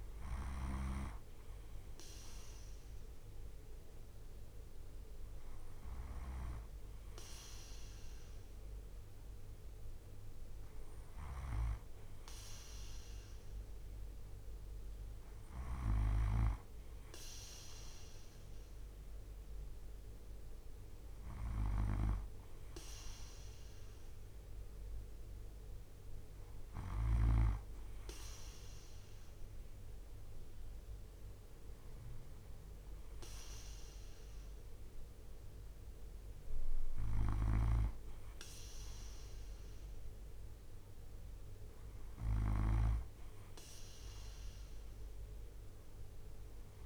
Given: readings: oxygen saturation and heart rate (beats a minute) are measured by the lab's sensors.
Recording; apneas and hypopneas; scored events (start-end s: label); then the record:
breathing in sleep by a room microphone; none
0.00-6.00 s: snoring (device-marked)
0.00-12.00 s: drop in pulse transit time (device-marked, heart rate 62 extreme)
41.50-46.86 s: snoring (device-marked)
From the record:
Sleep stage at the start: N2 (light sleep); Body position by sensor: on the right side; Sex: male